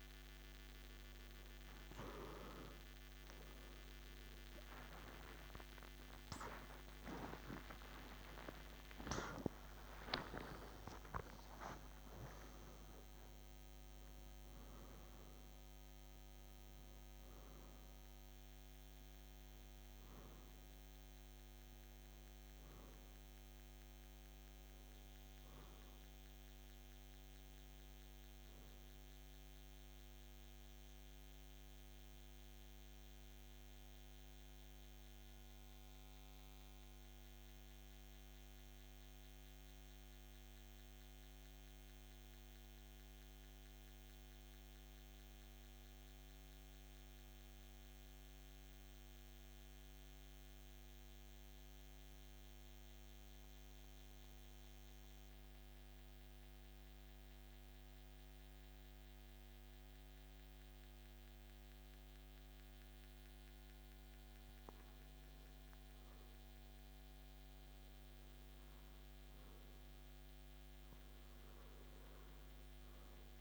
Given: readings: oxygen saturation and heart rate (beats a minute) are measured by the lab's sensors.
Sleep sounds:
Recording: breathing in sleep by a microphone on the trachea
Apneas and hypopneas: 1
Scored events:
0.00-51.50 s: oxygen desaturation (device-marked, oxygen 87% lowest, heart rate 53 extreme)
1.50-13.50 s: tachycardia (device-marked)
6.00-11.00 s: arousal
21.50-73.41 s: new sleep stage, REM sleep
32.50-63.50 s: central apnea (oxygen 93% before, 87% lowest, heart rate 80 before, 53 extreme, up 3 after)
66.50-71.00 s: arousal
From the record:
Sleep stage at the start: N2 (light sleep)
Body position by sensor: on the back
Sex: male

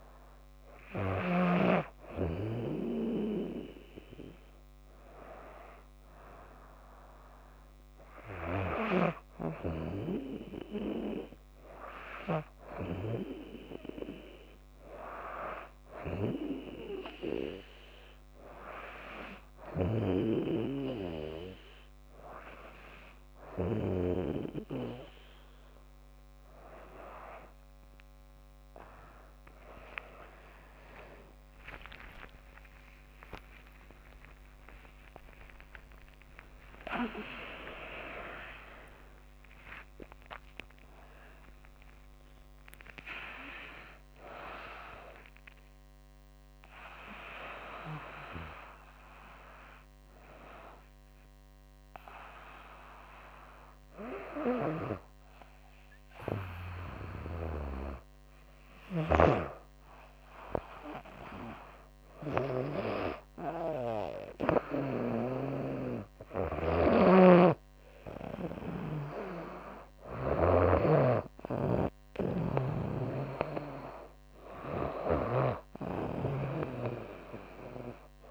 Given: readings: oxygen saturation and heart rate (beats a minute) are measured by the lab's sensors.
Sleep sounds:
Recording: breathing in sleep by a microphone on the trachea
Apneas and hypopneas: none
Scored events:
8.00-12.00 s: snoring (device-marked)
19.00-23.50 s: snoring (device-marked)
31.00-36.50 s: arousal
54.00-59.00 s: snoring (device-marked)
66.00-70.00 s: snoring (device-marked)
74.50-78.31 s: snoring (device-marked)
From the record:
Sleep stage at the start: N2 (light sleep)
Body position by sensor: on the right side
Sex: female

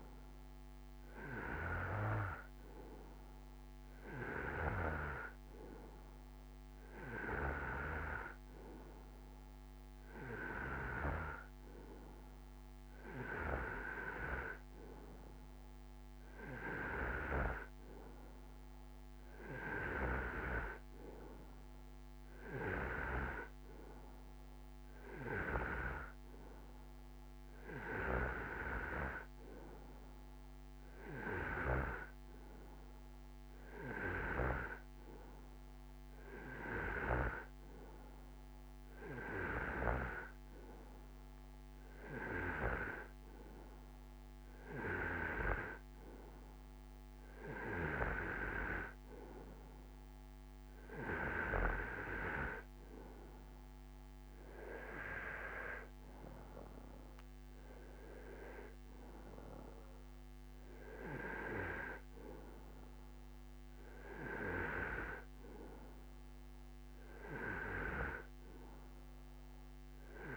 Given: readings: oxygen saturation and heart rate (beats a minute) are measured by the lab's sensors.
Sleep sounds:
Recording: breathing in sleep by a microphone on the trachea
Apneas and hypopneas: none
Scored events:
none scored
From the record:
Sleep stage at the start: N2 (light sleep)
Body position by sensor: on the right side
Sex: male

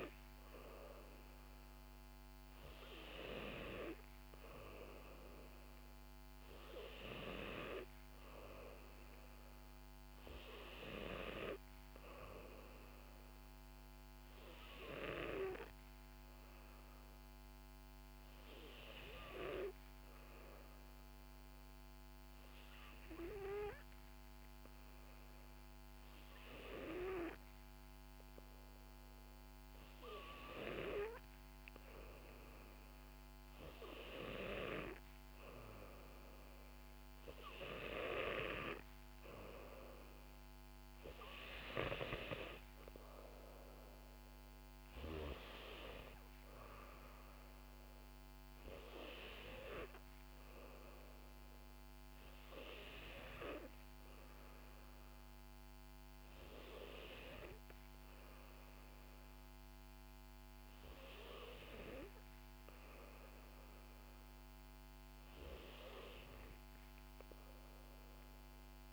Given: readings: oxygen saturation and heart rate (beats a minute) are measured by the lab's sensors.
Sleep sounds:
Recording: breathing in sleep by a microphone on the trachea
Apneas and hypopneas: 1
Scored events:
11.50-15.00 s: arousal
17.00-19.00 s: long interval between heartbeats (device-marked, heart rate 64 before, 67 extreme)
20.50-32.00 s: hypopnea (oxygen 92% before, 89% lowest, heart rate 65 before, 63 extreme, up 6 after)
33.50-37.00 s: arousal
From the record:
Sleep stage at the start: N2 (light sleep)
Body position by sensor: on the back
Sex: female

